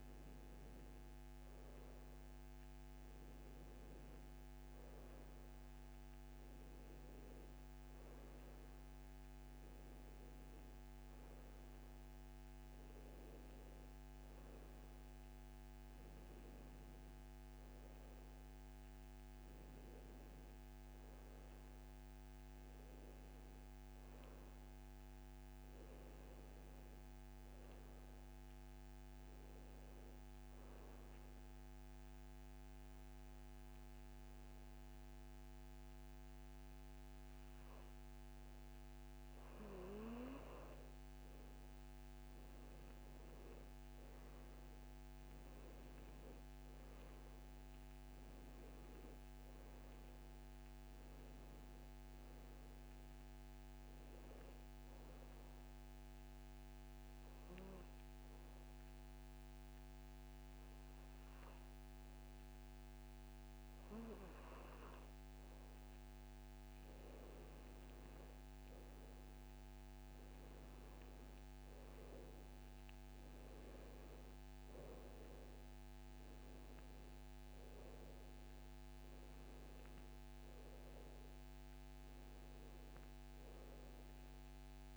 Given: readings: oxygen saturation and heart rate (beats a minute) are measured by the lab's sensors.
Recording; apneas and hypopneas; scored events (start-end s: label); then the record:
breathing in sleep, hard to hear, by a microphone on the trachea; 2
23.00-27.00 s: arousal
30.00-41.00 s: obstructive apnea (oxygen 96% before, 90% lowest, heart rate 69 before, 63 extreme, up 16 after)
44.00-48.00 s: arousal
46.50-60.50 s: oxygen desaturation (device-marked, oxygen 95% before, 90% lowest, heart rate 67 before, 67 extreme)
54.50-65.50 s: obstructive apnea (oxygen 96% before, 90% lowest, heart rate 72 before, 67 extreme, up 3 after)
68.50-72.00 s: arousal
70.50-84.97 s: oxygen desaturation (device-marked, oxygen 97% before, 91% lowest, heart rate 72 before, 66 extreme)
From the record:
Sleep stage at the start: N2 (light sleep); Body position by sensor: on the back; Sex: male